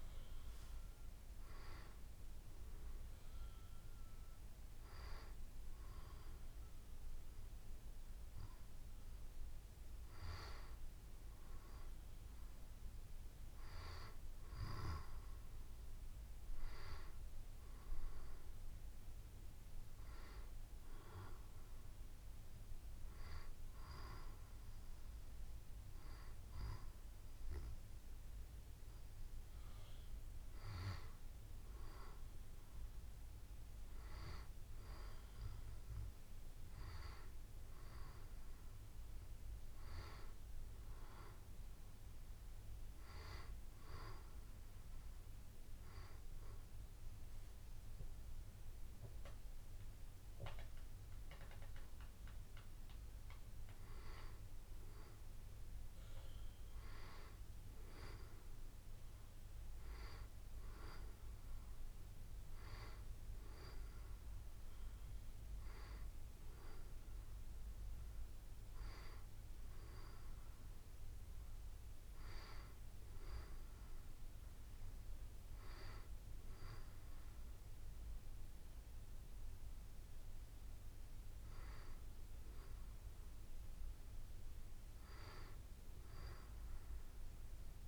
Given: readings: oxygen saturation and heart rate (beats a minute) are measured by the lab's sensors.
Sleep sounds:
breathing in sleep by a room microphone; none
72.00-74.00 s: long interval between heartbeats (device-marked, heart rate 73 before, 72 extreme)
From the record:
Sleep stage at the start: N2 (light sleep); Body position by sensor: on the back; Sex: female

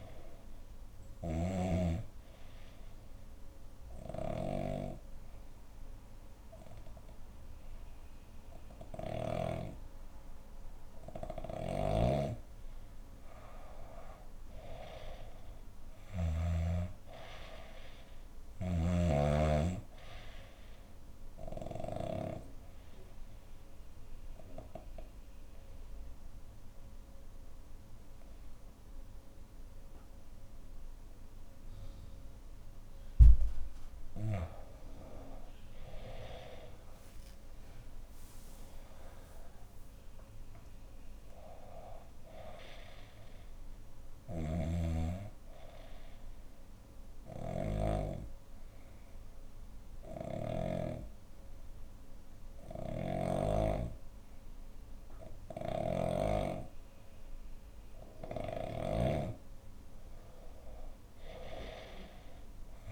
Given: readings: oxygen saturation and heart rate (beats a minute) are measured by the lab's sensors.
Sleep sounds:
breathing in sleep by a room microphone; 3
0.00-8.50 s: oxygen desaturation (device-marked, oxygen 89% lowest, heart rate 61 extreme)
0.50-9.00 s: snoring (device-marked)
1.00-12.00 s: obstructive apnea (oxygen 95% before, 88% lowest, heart rate 72 before, 61 extreme, up 12 after)
11.00-16.00 s: snoring (device-marked)
13.00-17.00 s: arousal
17.50-28.50 s: oxygen desaturation (device-marked, oxygen 96% before, 90% lowest, heart rate 66 before, 59 extreme)
18.00-21.50 s: snoring (device-marked)
20.50-32.00 s: obstructive apnea (oxygen 96% before, 88% lowest, heart rate 66 before, 59 extreme, up 10 after)
34.50-38.00 s: arousal
41.50-52.50 s: oxygen desaturation (device-marked, oxygen 95% before, 88% lowest, heart rate 69 before, 59 extreme)
43.50-50.50 s: snoring (device-marked)
46.00-58.00 s: obstructive apnea (oxygen 95% before, 88% lowest, heart rate 70 before, 60 extreme, up 14 after)
55.00-62.92 s: snoring (device-marked)
59.50-62.92 s: arousal
60.50-62.92 s: oxygen desaturation (device-marked, oxygen 97% before, 90% lowest, heart rate 68 before, 61 extreme)
From the record:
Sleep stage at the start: N2 (light sleep); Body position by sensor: on the left side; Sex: female

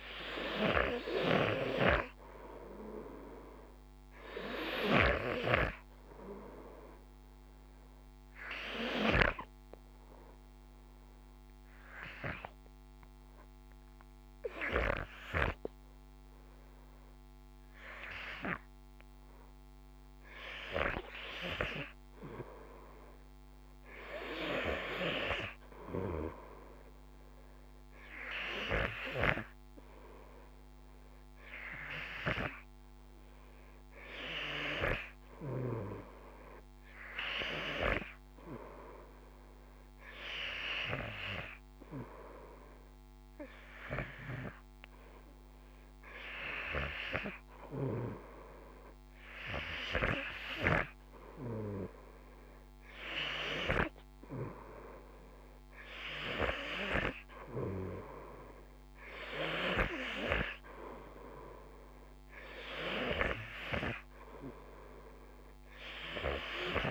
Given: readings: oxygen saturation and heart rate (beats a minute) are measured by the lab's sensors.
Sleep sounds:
breathing in sleep by a microphone on the trachea; 1
0.00-4.00 s: oxygen desaturation (device-marked, oxygen 90% lowest, heart rate 49 extreme)
8.50-21.00 s: obstructive apnea (oxygen 96% before, 91% lowest, heart rate 56 before, 49 extreme)
24.50-28.00 s: arousal
32.00-48.00 s: oxygen desaturation (device-marked, oxygen 94% before, 91% lowest, heart rate 51 before, 49 extreme)
64.00-66.91 s: arousal
64.00-66.91 s: new sleep stage, N2 (light sleep)
From the record:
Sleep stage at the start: REM sleep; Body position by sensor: on the front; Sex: male

